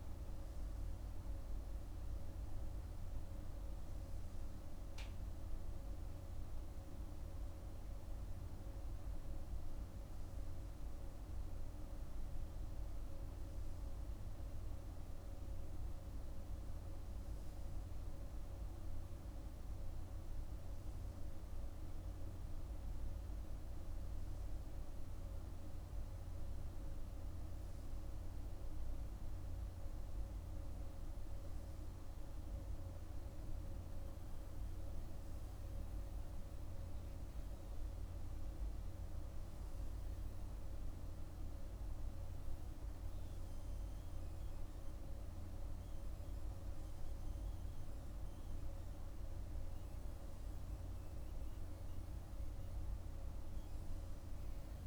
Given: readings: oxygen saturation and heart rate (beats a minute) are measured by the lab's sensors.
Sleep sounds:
breathing in sleep, hard to hear, by a room microphone; none
none scored
From the record:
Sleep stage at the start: N3 (deep sleep); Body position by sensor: on the right side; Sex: male

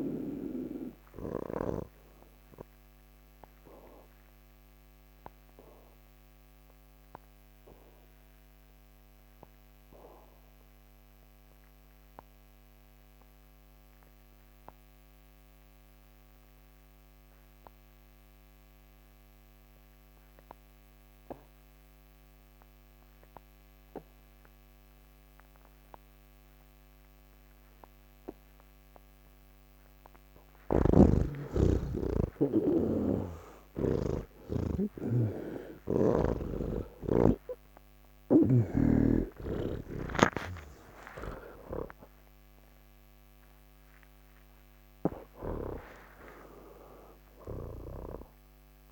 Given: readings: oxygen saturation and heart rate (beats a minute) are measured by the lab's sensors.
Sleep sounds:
breathing in sleep by a microphone on the trachea; 1
0.00-16.00 s: oxygen desaturation (device-marked, oxygen 82% lowest, heart rate 168 extreme)
5.00-28.50 s: obstructive apnea (oxygen 97% before, 82% lowest, heart rate 182 before, 65 extreme, up 25 after)
23.00-48.92 s: oxygen desaturation (device-marked, oxygen 98% before, 82% lowest)
30.50-34.00 s: snoring (device-marked)
From the record:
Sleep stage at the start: N3 (deep sleep); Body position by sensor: on the back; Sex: male

